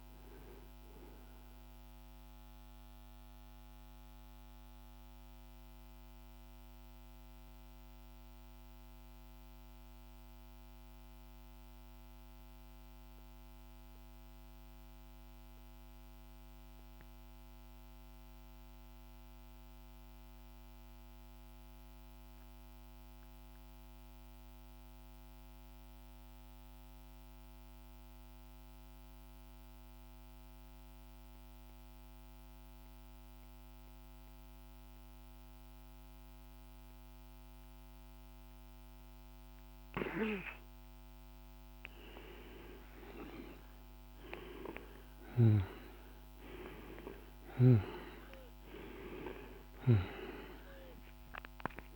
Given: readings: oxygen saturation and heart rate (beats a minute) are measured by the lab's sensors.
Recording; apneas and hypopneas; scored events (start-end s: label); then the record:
breathing in sleep by a microphone on the trachea; 1
0.00-12.50 s: oxygen desaturation (device-marked, oxygen 85% lowest, heart rate 48 extreme)
0.50-40.00 s: mixed apnea (oxygen 98% before, 85% lowest, heart rate 57 before, 48 extreme, up 7 after)
33.50-51.96 s: oxygen desaturation (device-marked, oxygen 99% before, 85% lowest, heart rate 50 before, 47 extreme)
42.00-48.00 s: arousal
46.50-51.96 s: snoring (device-marked)
From the record:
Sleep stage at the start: N2 (light sleep); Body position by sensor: on the back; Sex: male